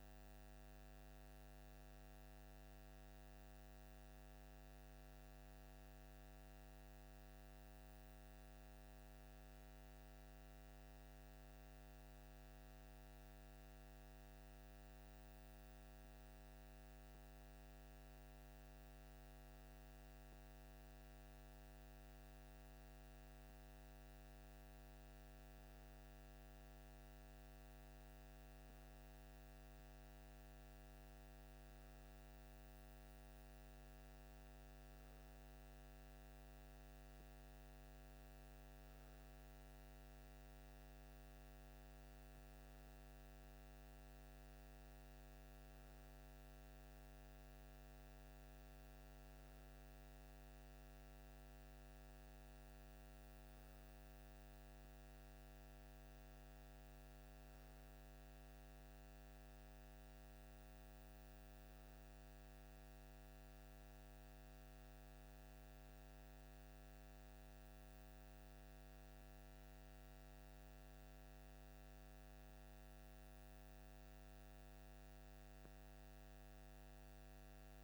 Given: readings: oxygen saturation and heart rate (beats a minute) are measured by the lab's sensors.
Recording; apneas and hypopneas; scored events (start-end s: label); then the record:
breathing in sleep, hard to hear, by a microphone on the trachea; none
none scored
From the record:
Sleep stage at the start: REM sleep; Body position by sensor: on the left side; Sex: male